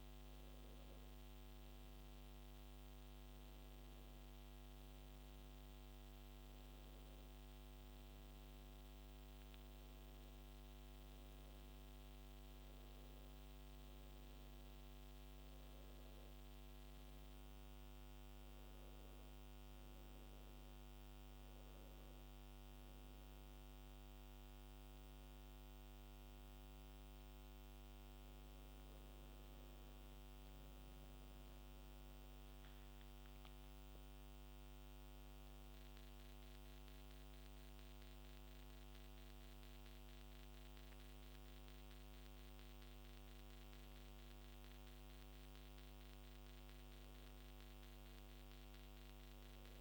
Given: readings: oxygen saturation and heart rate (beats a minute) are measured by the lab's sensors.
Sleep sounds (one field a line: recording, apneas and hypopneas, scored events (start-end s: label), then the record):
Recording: breathing in sleep, hard to hear, by a microphone on the trachea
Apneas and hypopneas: none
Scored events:
none scored
From the record:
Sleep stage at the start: N2 (light sleep)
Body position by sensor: on the back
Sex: male